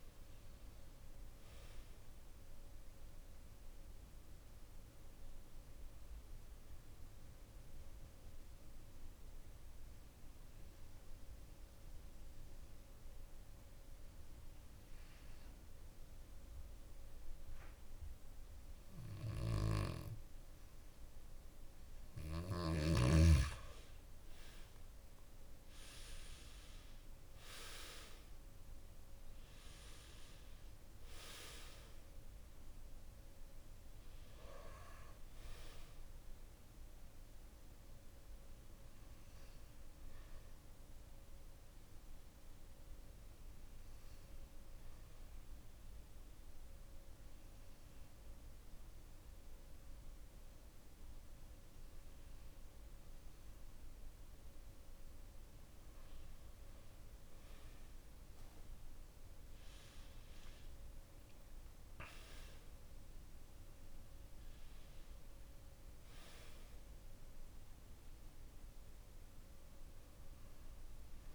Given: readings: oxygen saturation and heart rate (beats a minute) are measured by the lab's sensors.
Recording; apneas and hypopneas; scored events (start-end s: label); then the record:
breathing in sleep by a room microphone; 2
8.00-21.50 s: obstructive apnea (oxygen 96% before, 90% lowest, heart rate 62 before, 53 extreme, up 7 after)
25.00-29.00 s: arousal
26.50-48.50 s: oxygen desaturation (device-marked, oxygen 97% before, 90% lowest, heart rate 55 before, 53 extreme)
40.50-54.00 s: hypopnea (oxygen 97% before, 90% lowest, heart rate 57 before, 54 extreme, up 15 after)
57.00-61.50 s: arousal
From the record:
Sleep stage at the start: N2 (light sleep); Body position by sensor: on the back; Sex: male